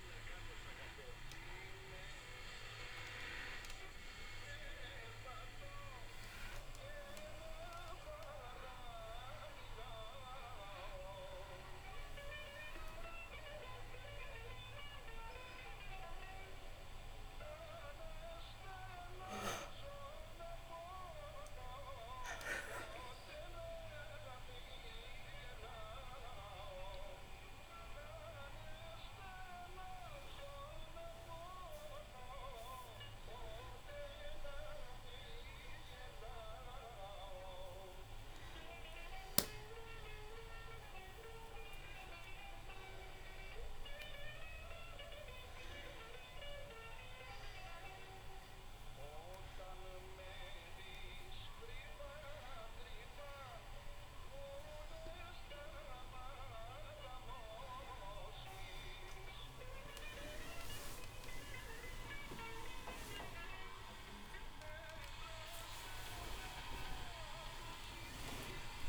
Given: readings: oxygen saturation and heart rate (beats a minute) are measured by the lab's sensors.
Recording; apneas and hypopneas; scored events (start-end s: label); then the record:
a person partly awake in a sleep study, by a room microphone; none
15.50-26.50 s: oxygen desaturation (device-marked, oxygen 94% before, 90% lowest)
19.50-25.00 s: arousal
46.50-68.89 s: new sleep stage, awake
From the record:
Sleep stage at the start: N2 (light sleep); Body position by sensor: on the back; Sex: female